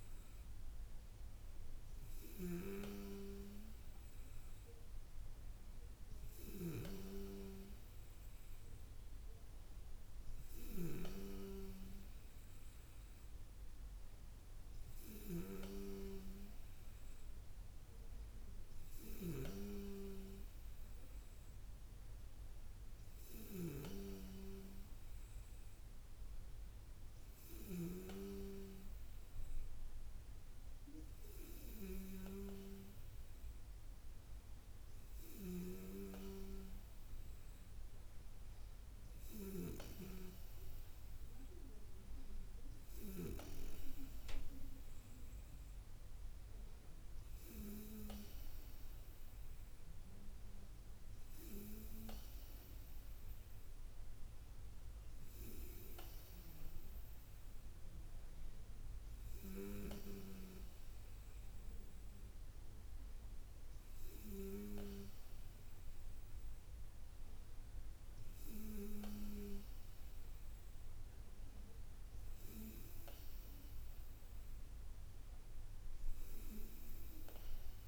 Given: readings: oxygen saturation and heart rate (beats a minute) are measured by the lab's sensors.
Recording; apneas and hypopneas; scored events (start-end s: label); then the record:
breathing in sleep by a room microphone; none
45.50-52.50 s: bradycardia (device-marked, heart rate 68 before, 49 extreme)
From the record:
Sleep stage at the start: N2 (light sleep); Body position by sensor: on the back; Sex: female